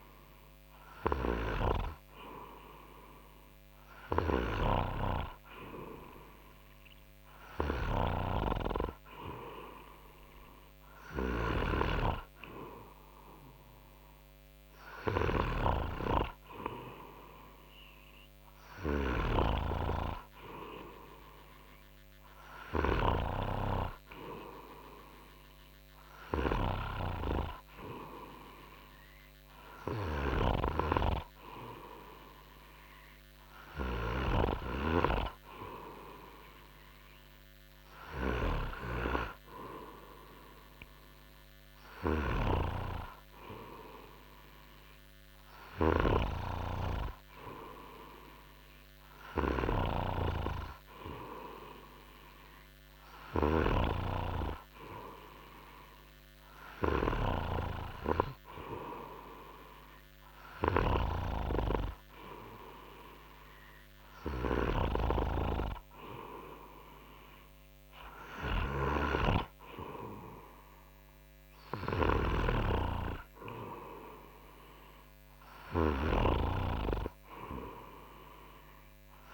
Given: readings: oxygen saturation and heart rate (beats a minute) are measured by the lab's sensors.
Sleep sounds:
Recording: breathing in sleep by a microphone on the trachea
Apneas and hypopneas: none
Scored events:
none scored
From the record:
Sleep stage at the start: N3 (deep sleep)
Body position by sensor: on the front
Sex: male

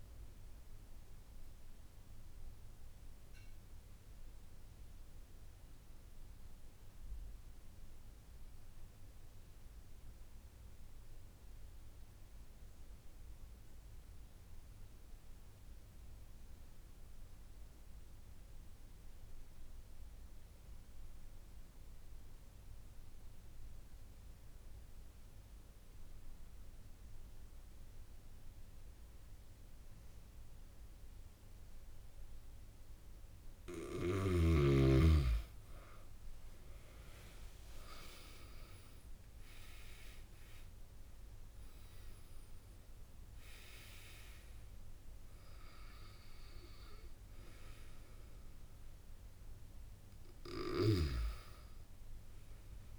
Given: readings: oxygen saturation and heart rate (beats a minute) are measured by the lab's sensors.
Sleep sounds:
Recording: breathing in sleep by a room microphone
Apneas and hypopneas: 1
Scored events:
0.00-14.50 s: oxygen desaturation (device-marked, oxygen 89% lowest)
1.00-34.00 s: obstructive apnea (oxygen 95% before, 89% lowest)
29.50-52.99 s: oxygen desaturation (device-marked, oxygen 97% before, 90% lowest)
35.50-38.50 s: arousal
39.50-52.99 s: new sleep stage, N2 (light sleep)
From the record:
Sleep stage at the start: N1 (lightest sleep)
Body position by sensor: on the back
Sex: male

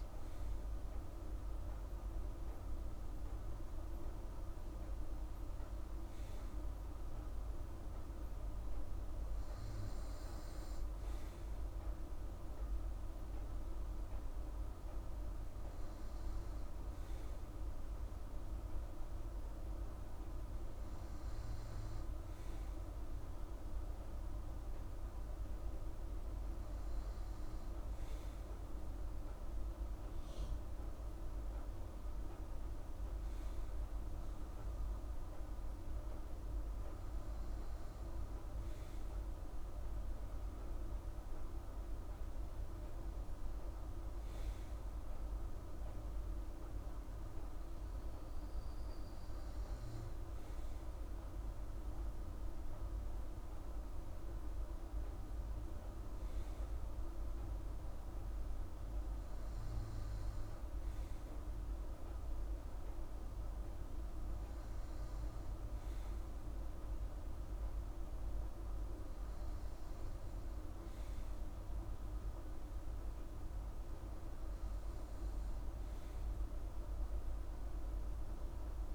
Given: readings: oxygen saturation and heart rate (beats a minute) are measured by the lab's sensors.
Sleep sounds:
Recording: breathing in sleep, hard to hear, by a room microphone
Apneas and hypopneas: none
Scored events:
none scored
From the record:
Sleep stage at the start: N2 (light sleep)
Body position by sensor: on the right side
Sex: female

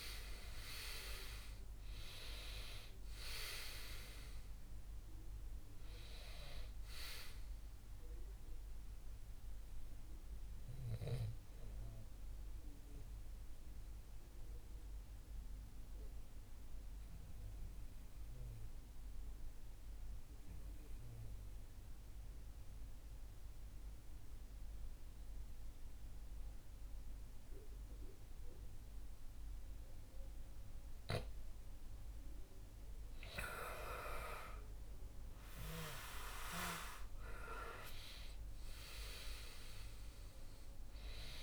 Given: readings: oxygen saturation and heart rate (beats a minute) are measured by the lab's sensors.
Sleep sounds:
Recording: breathing in sleep by a room microphone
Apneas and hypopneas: 1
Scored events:
0.00-18.50 s: oxygen desaturation (device-marked, oxygen 87% lowest, heart rate 62 extreme)
10.00-30.50 s: obstructive apnea (oxygen 97% before, 87% lowest, heart rate 72 before, 63 extreme, up 9 after)
32.50-37.50 s: arousal
39.50-41.42 s: oxygen desaturation (device-marked, oxygen 97% before, 93% lowest, heart rate 68 before, 60 extreme)
From the record:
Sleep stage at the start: REM sleep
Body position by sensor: on the back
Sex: male

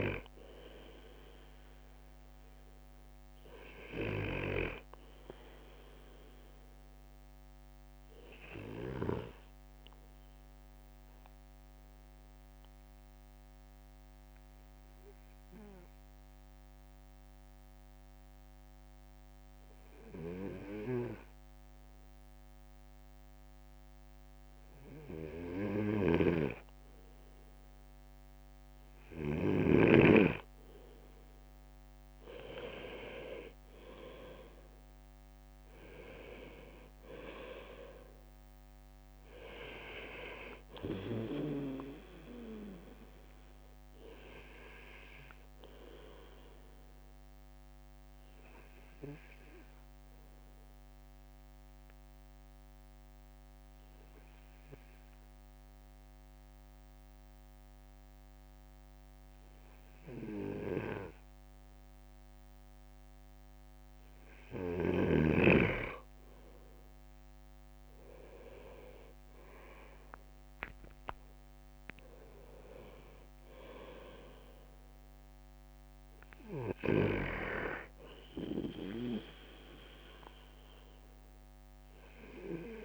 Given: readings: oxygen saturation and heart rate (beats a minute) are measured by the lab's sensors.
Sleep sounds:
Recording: breathing in sleep by a microphone on the trachea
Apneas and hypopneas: 2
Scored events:
9.50-27.00 s: obstructive apnea (oxygen 98% before, 97% lowest)
26.00-29.50 s: snoring (device-marked)
31.50-33.50 s: leg movement (device-marked)
32.00-35.50 s: arousal
46.50-64.00 s: obstructive apnea (oxygen 99% before, 97% lowest)
66.50-72.00 s: leg movement (device-marked)
67.50-70.50 s: arousal
From the record:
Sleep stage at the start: N2 (light sleep)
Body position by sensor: on the right side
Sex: male

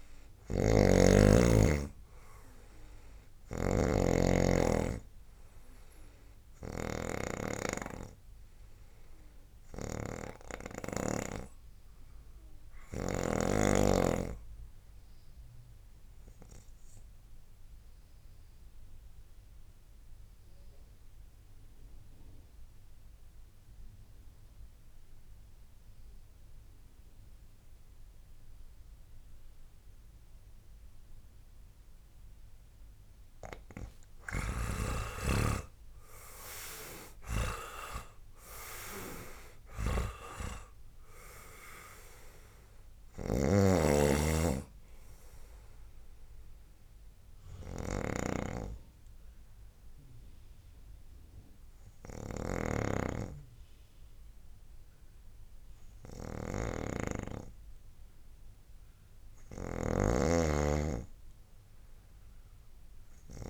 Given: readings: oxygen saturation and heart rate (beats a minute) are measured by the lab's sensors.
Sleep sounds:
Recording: breathing in sleep by a room microphone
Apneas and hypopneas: 1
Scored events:
0.00-7.00 s: snoring (device-marked)
0.00-19.00 s: oxygen desaturation (device-marked, oxygen 93% lowest, heart rate 68 extreme)
15.50-32.50 s: obstructive apnea (oxygen 99% before, 84% lowest, heart rate 81 before, 68 extreme, up 25 after)
24.00-32.00 s: oxygen desaturation (device-marked, oxygen 96% before, 93% lowest, heart rate 80 before, 69 extreme)
34.50-39.50 s: arousal
38.00-51.00 s: oxygen desaturation (device-marked, oxygen 94% before, 84% lowest, heart rate 71 before, 69 extreme)
43.00-63.50 s: snoring (device-marked)
From the record:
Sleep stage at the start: N2 (light sleep)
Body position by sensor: on the right side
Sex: male

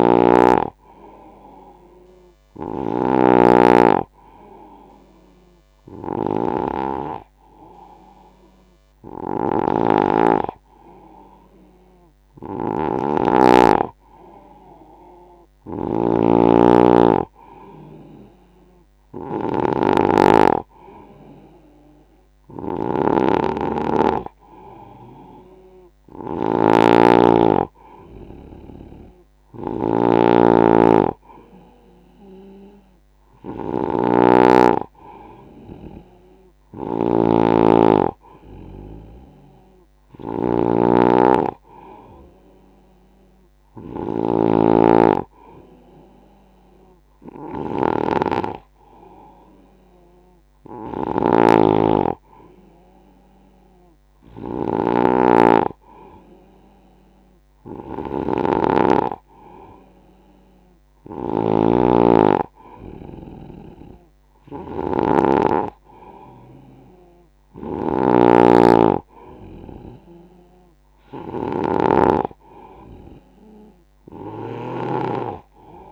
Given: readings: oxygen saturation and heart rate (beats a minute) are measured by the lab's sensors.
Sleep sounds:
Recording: breathing in sleep by a microphone on the trachea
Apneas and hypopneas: none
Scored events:
0.00-75.92 s: snoring (device-marked)
From the record:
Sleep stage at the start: N2 (light sleep)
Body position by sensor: on the right side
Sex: male

